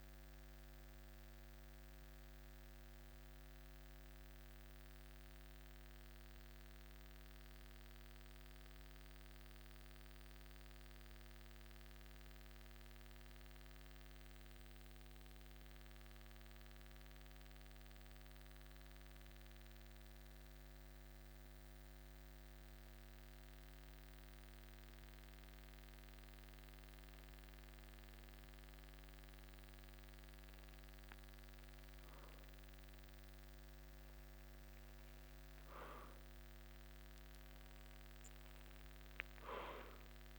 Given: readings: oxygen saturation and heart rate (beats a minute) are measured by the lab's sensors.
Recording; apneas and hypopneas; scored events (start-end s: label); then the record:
breathing in sleep, hard to hear, by a microphone on the trachea; 1
0.00-21.00 s: oxygen desaturation (device-marked, oxygen 91% lowest, heart rate 51 extreme)
3.50-24.50 s: central apnea (oxygen 95% before, 91% lowest, heart rate 54 before, 51 extreme, up 2 after)
28.00-33.00 s: arousal
From the record:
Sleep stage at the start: N2 (light sleep); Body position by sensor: on the back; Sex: male